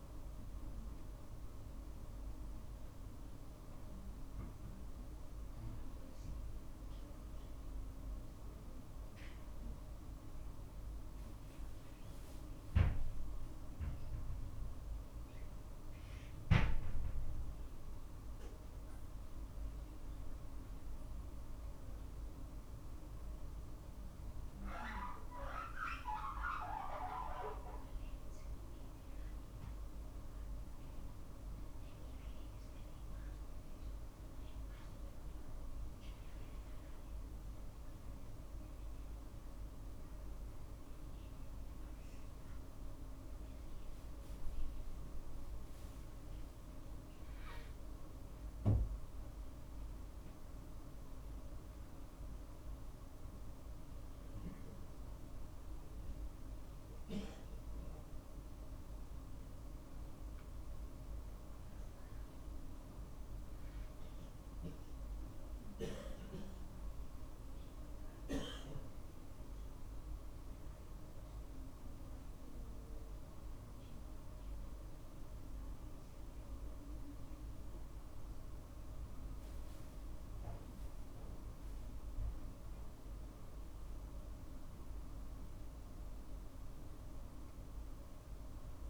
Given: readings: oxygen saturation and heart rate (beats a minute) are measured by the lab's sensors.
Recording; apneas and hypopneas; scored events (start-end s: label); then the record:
breathing in sleep by a room microphone; none
58.00-61.50 s: arousal
From the record:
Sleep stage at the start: N1 (lightest sleep); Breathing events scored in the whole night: 152 in 6.6 hours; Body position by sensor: on the right side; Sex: male